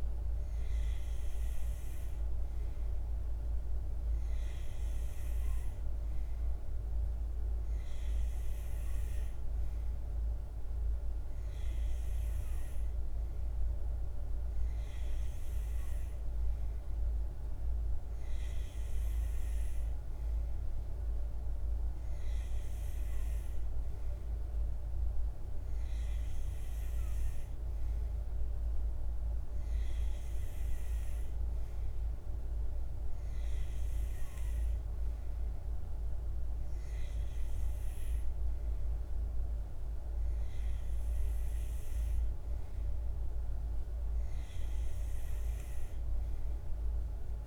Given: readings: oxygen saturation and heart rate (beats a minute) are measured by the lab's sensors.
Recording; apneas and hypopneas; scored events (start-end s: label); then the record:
breathing in sleep, hard to hear, by a room microphone; none
none scored
From the record:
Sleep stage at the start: N2 (light sleep); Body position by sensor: on the back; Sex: male